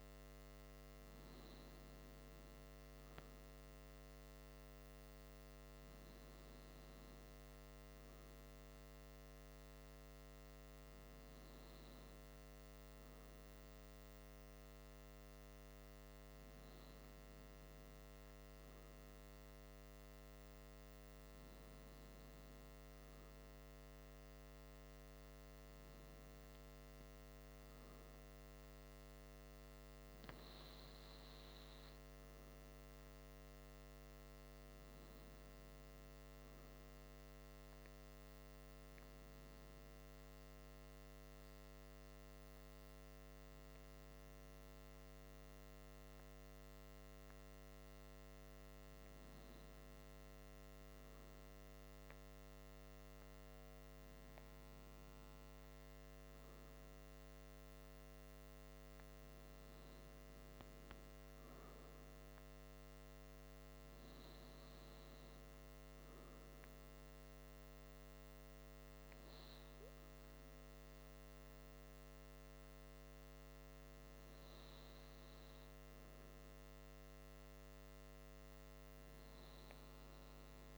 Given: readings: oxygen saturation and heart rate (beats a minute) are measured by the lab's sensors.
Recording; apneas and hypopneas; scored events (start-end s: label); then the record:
breathing in sleep, hard to hear, by a microphone on the trachea; none
none scored
From the record:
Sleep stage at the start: N2 (light sleep); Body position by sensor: on the back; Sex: male